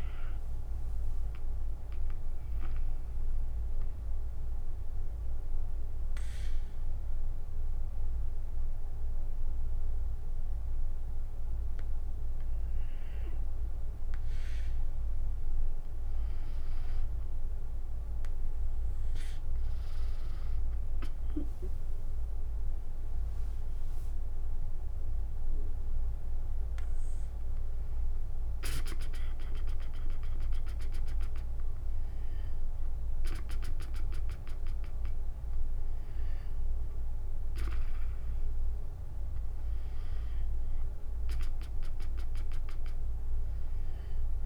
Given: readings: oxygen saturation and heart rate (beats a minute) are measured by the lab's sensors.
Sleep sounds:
breathing in sleep, hard to hear, by a room microphone; 1
0.00-1.00 s: arousal
0.00-9.50 s: drop in pulse transit time (device-marked, heart rate 66 extreme)
0.50-17.50 s: oxygen desaturation (device-marked, oxygen 95% before, 92% lowest, heart rate 85 before, 63 extreme)
4.00-15.00 s: obstructive apnea (oxygen 96% before, 92% lowest, heart rate 87 before, 63 extreme, up 9 after)
18.00-22.00 s: arousal
19.50-36.50 s: oxygen desaturation (device-marked, oxygen 98% before, 92% lowest, heart rate 73 before, 68 extreme)
22.50-34.50 s: drop in pulse transit time (device-marked, heart rate 71 before, 72 extreme)
From the record:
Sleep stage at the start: N2 (light sleep); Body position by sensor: on the back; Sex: female

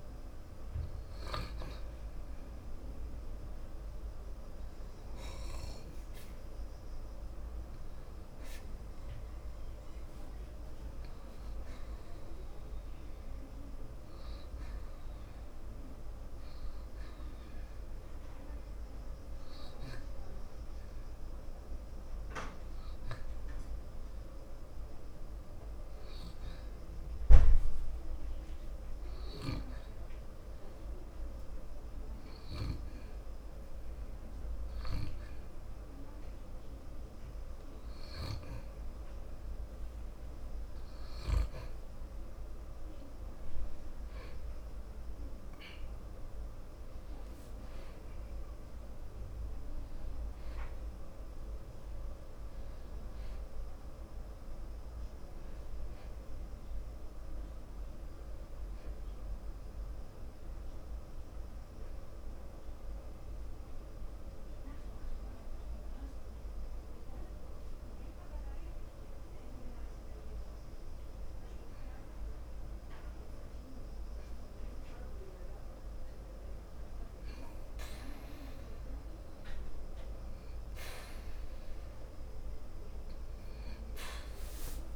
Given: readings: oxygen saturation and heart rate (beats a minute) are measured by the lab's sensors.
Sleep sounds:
breathing in sleep, hard to hear, by a room microphone; 2
0.00-21.00 s: oxygen desaturation (device-marked, oxygen 89% lowest, heart rate 54 extreme)
19.00-36.50 s: obstructive apnea (oxygen 95% before, 88% lowest, heart rate 56 before, 55 extreme, up 0 after)
41.50-45.50 s: arousal
42.00-67.00 s: oxygen desaturation (device-marked, oxygen 94% before, 88% lowest, heart rate 58 before, 66 extreme)
60.50-73.50 s: hypopnea (oxygen 94% before, 89% lowest, heart rate 81 before, 64 extreme, up 17 after)
76.50-79.50 s: arousal
From the record:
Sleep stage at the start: N2 (light sleep); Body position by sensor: on the back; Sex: male

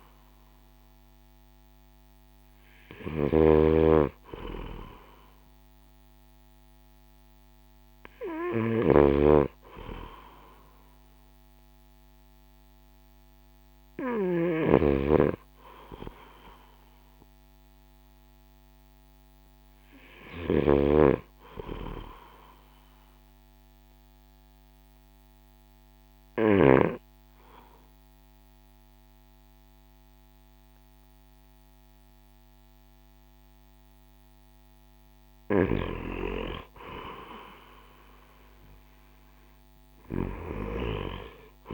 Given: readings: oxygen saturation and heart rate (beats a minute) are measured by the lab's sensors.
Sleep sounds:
breathing in sleep by a microphone on the trachea; 1
2.50-26.00 s: snoring (device-marked)
22.00-34.50 s: obstructive apnea (oxygen 95% before, 91% lowest, heart rate 56 before, 54 extreme, up 3 after)
37.00-40.00 s: arousal
From the record:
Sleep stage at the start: N2 (light sleep); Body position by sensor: on the right side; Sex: male

